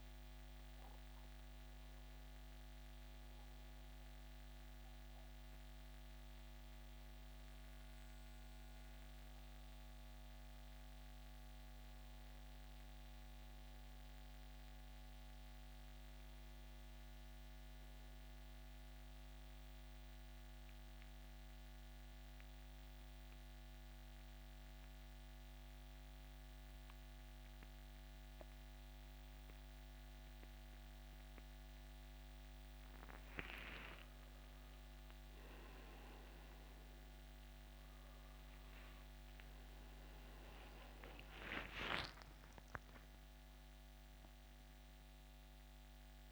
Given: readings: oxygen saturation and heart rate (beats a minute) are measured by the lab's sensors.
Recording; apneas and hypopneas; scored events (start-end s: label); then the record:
breathing in sleep, hard to hear, by a microphone on the trachea; 1
0.00-19.00 s: oxygen desaturation (device-marked, oxygen 87% lowest, heart rate 64 extreme)
17.50-30.50 s: central apnea (oxygen 94% before, 88% lowest, heart rate 75 before, 64 extreme, up 13 after)
36.00-46.32 s: oxygen desaturation (device-marked, oxygen 97% before, 88% lowest, heart rate 69 before, 70 extreme)
From the record:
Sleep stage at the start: N2 (light sleep); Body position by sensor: on the back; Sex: male